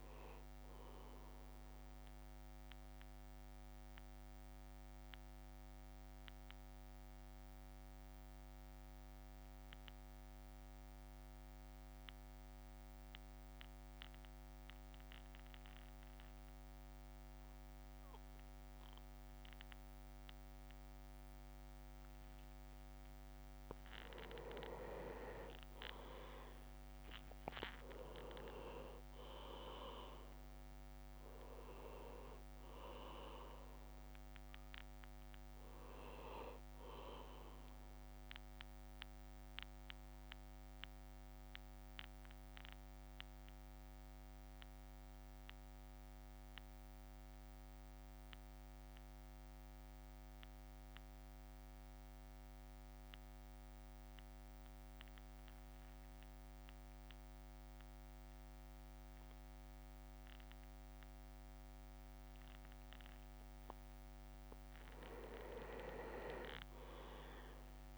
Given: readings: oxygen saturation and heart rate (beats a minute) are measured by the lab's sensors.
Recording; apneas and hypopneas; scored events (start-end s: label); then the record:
breathing in sleep by a microphone on the trachea; 2
0.00-6.50 s: drop in pulse transit time (device-marked, heart rate 52 extreme)
2.00-23.00 s: mixed apnea (oxygen 99% before, 94% lowest, heart rate 56 before, 49 extreme, up 4 after)
24.50-27.00 s: leg movement (device-marked)
25.00-29.50 s: arousal
26.50-38.50 s: drop in pulse transit time (device-marked, heart rate 54 before, 52 extreme)
27.50-41.50 s: oxygen desaturation (device-marked, oxygen 99% before, 95% lowest, heart rate 54 before, 49 extreme)
28.50-31.50 s: leg movement (device-marked)
31.50-33.00 s: leg movement (device-marked)
39.50-63.50 s: mixed apnea (oxygen 99% before, 94% lowest, heart rate 55 before, 51 extreme, up 4 after)
65.00-67.98 s: arousal
65.50-67.00 s: leg movement (device-marked)
66.50-67.98 s: drop in pulse transit time (device-marked, heart rate 56 before, 54 extreme)
From the record:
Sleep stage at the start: N2 (light sleep); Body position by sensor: on the back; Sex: male